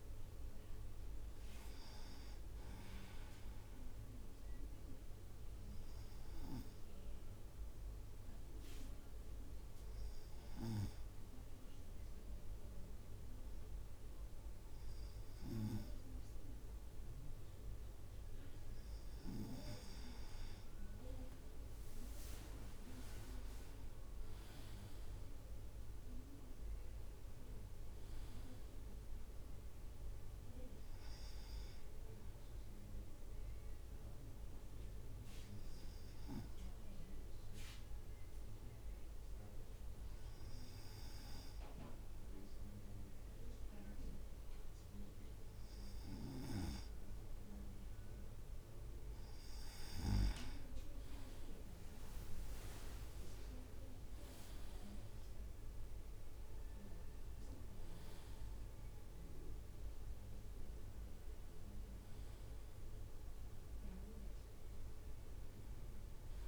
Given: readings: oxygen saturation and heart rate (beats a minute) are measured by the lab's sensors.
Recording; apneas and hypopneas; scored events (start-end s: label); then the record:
breathing in sleep by a room microphone; 2
0.00-7.50 s: drop in pulse transit time (device-marked, heart rate 52 extreme)
7.00-19.50 s: hypopnea (oxygen 98% before, 96% lowest, heart rate 56 before, 53 extreme, up 5 after)
20.50-23.50 s: leg movement (device-marked)
22.50-35.50 s: drop in pulse transit time (device-marked, heart rate 55 before, 53 extreme)
23.50-28.00 s: arousal
34.50-48.00 s: hypopnea (oxygen 98% before, 96% lowest, heart rate 58 before, 53 extreme, up 6 after)
51.00-54.00 s: leg movement (device-marked)
52.50-66.48 s: drop in pulse transit time (device-marked, heart rate 55 before, 57 extreme)
55.00-59.50 s: arousal
From the record:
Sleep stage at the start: N2 (light sleep); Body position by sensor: on the right side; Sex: male